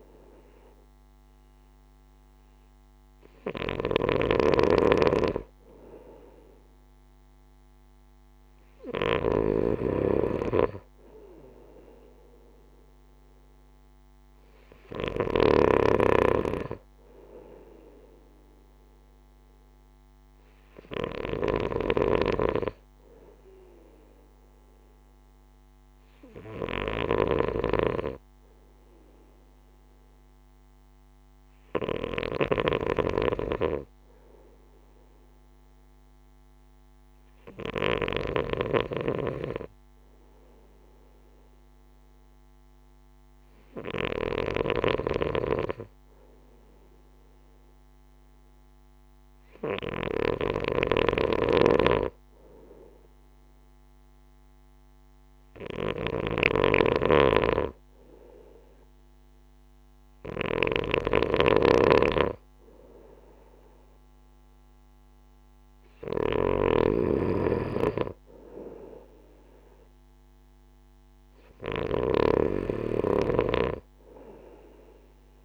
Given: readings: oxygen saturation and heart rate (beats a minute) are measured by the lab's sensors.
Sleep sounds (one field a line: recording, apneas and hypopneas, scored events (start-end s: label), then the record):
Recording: breathing in sleep by a microphone on the trachea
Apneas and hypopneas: none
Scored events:
0.00-38.00 s: snoring (device-marked)
44.00-50.00 s: snoring (device-marked)
56.00-72.00 s: snoring (device-marked)
From the record:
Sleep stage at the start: N2 (light sleep)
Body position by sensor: on the right side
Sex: male